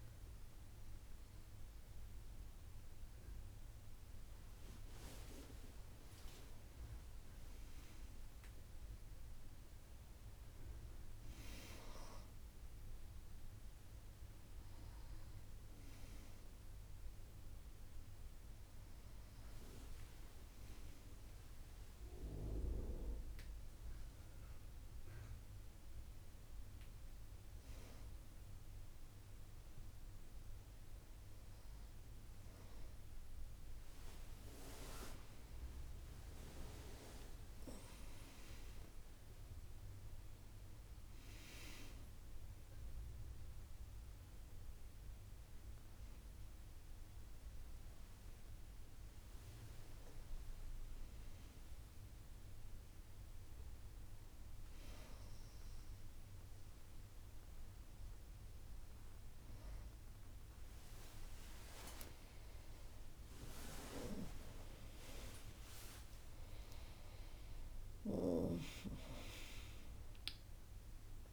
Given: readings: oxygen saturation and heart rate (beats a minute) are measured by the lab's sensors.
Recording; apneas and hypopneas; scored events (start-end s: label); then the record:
a person awake in a sleep study, by a room microphone; none
57.00-71.33 s: new sleep stage, N1 (lightest sleep)
From the record:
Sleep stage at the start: awake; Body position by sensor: on the back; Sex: female